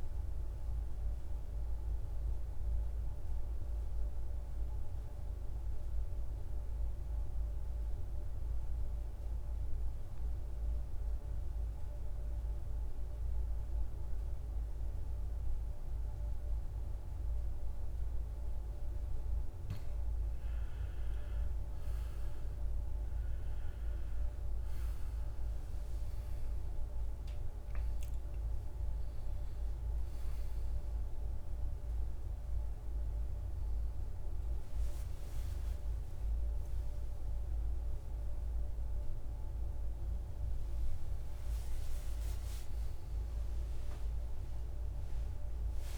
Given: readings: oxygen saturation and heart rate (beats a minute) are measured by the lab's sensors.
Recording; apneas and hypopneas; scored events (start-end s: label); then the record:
a person partly awake in a sleep study, hard to hear, by a room microphone; 1
0.50-19.50 s: central apnea (oxygen 99% before, 85% lowest, heart rate 61 before, 54 extreme, up 14 after)
15.50-44.50 s: oxygen desaturation (device-marked, oxygen 98% before, 85% lowest, heart rate 56 before, 53 extreme)
26.50-45.98 s: new sleep stage, awake
From the record:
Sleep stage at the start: N2 (light sleep); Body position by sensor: on the back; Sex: male